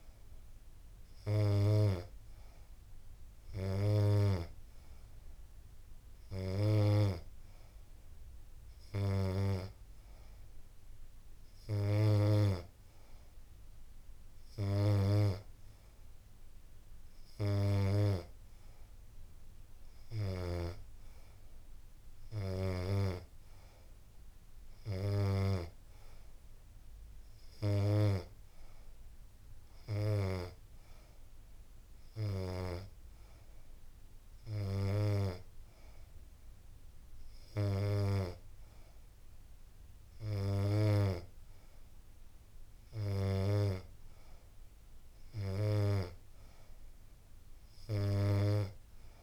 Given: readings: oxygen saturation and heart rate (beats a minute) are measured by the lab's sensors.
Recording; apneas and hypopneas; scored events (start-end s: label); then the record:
breathing in sleep by a room microphone; none
none scored
From the record:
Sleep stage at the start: N2 (light sleep); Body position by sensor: on the back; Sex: female